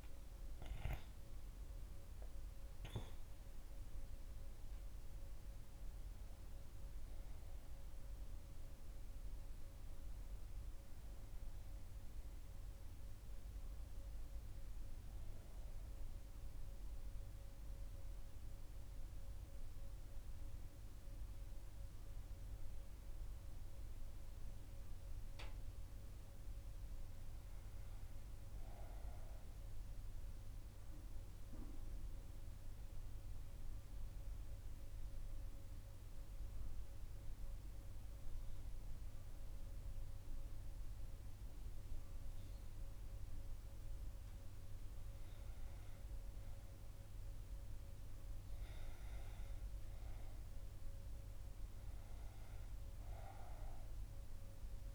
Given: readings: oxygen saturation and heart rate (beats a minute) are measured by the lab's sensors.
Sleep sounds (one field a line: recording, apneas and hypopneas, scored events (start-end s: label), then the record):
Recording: breathing in sleep, hard to hear, by a room microphone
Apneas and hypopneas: 1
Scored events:
28.50-54.95 s: new sleep stage, N2 (light sleep)
30.00-45.50 s: mixed apnea (oxygen 99% before, 91% lowest, heart rate 61 before, 61 extreme, up 1 after)
31.50-54.95 s: oxygen desaturation (device-marked, oxygen 98% before, 91% lowest, heart rate 61 before, 61 extreme)
47.50-51.00 s: arousal
From the record:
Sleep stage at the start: N1 (lightest sleep)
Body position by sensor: on the right side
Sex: female